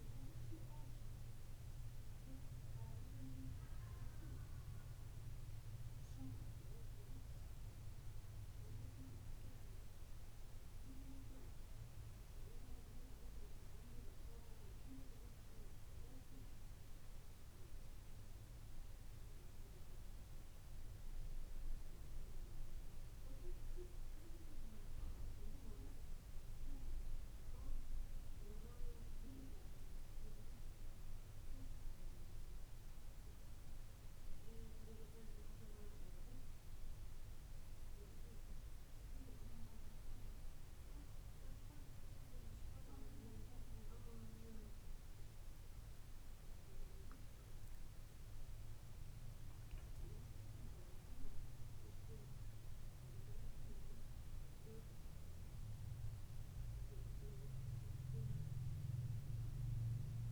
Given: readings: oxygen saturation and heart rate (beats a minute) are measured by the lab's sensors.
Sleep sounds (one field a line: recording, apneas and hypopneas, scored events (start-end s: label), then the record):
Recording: breathing in sleep by a room microphone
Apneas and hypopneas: none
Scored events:
16.50-60.32 s: new sleep stage, N2 (light sleep)
From the record:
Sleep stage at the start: N1 (lightest sleep)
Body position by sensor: on the back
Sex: female